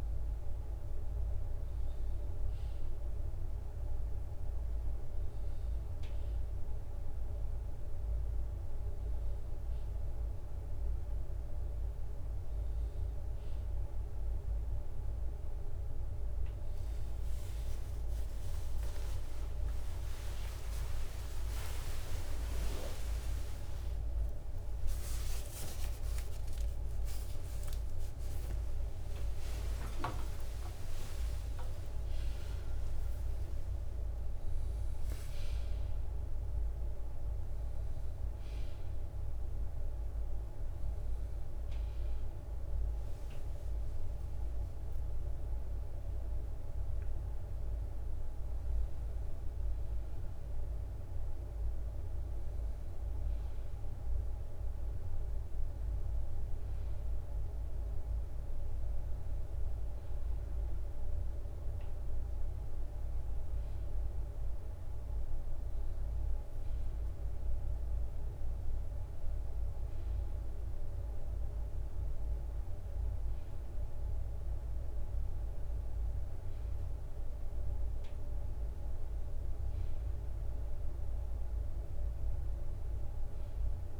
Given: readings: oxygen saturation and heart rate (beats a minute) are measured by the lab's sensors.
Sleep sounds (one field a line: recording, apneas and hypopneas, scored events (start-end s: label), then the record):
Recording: a person partly awake in a sleep study, hard to hear, by a room microphone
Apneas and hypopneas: none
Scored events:
0.00-14.00 s: bradycardia (device-marked, heart rate 58 extreme)
16.00-27.00 s: drop in pulse transit time (device-marked, heart rate 58 before, 58 extreme)
18.00-35.00 s: tachycardia (device-marked, heart rate 72 before, 170 extreme)
19.50-21.50 s: long interval between heartbeats (device-marked, heart rate 59 before, 85 extreme)
22.00-24.00 s: long interval between heartbeats (device-marked, heart rate 64 before, 120 extreme)
28.00-30.00 s: long interval between heartbeats (device-marked, heart rate 86 before, 147 extreme)
33.00-35.00 s: long interval between heartbeats (device-marked, heart rate 111 before, 140 extreme)
37.00-84.00 s: new sleep stage, N1 (lightest sleep)
From the record:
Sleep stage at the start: awake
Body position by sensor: on the right side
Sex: male